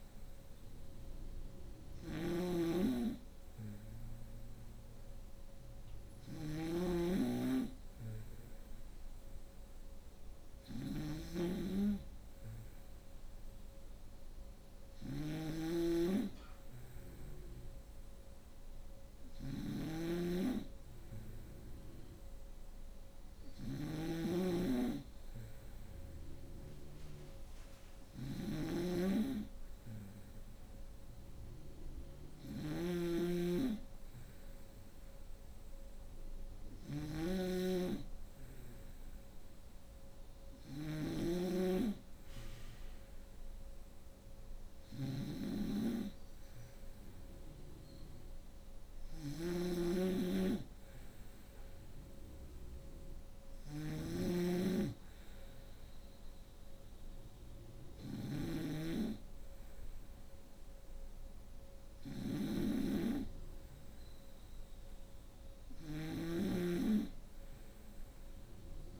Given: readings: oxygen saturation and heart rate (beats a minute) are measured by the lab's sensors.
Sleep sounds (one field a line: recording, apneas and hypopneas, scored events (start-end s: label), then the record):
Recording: breathing in sleep by a room microphone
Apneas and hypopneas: none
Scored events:
0.00-69.00 s: snoring (device-marked)
From the record:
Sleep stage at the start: N2 (light sleep)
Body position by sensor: on the right side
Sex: female